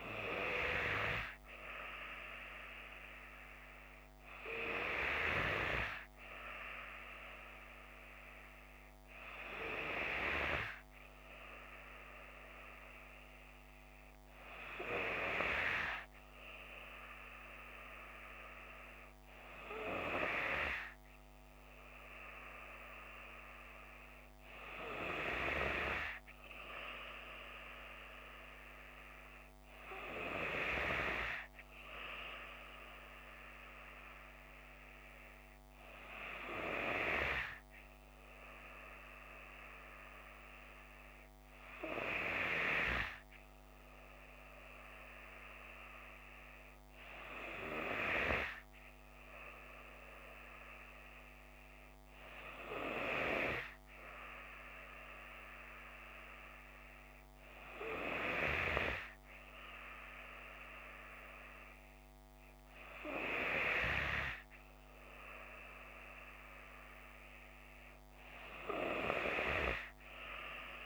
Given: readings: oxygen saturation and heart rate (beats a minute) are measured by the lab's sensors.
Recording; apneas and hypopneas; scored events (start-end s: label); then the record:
breathing in sleep by a microphone on the trachea; none
none scored
From the record:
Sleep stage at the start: N2 (light sleep); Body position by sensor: on the left side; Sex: female